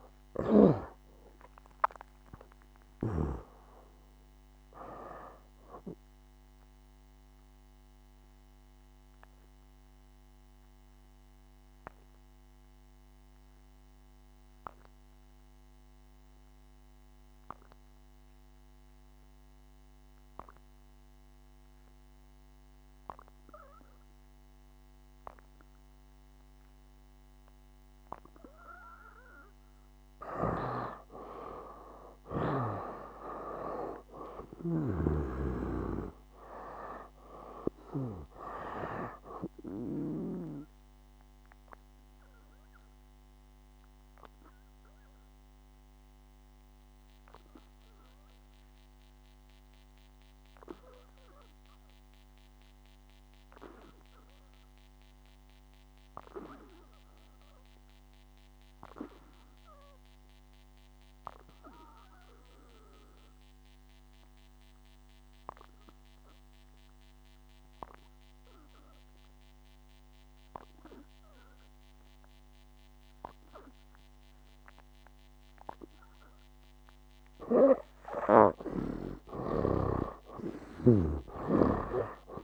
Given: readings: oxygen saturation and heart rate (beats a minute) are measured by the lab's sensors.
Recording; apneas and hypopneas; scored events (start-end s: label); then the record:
breathing in sleep by a microphone on the trachea; 2
0.00-14.00 s: oxygen desaturation (device-marked, oxygen 70% lowest, heart rate 63 extreme)
1.50-5.00 s: arousal
6.50-28.50 s: obstructive apnea (oxygen 82% before, 71% lowest, heart rate 79 before, 63 extreme, up 5 after)
29.00-61.00 s: oxygen desaturation (device-marked, oxygen 99% before, 87% lowest, heart rate 67 before, 61 extreme)
31.50-35.50 s: arousal
41.50-77.00 s: obstructive apnea (oxygen 99% before, 81% lowest, heart rate 66 before, 61 extreme, up 9 after)
72.00-82.44 s: oxygen desaturation (device-marked, oxygen 99% before, 84% lowest, heart rate 65 before, 59 extreme)
81.00-82.44 s: snoring (device-marked)
From the record:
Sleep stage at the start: N2 (light sleep); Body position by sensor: on the back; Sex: male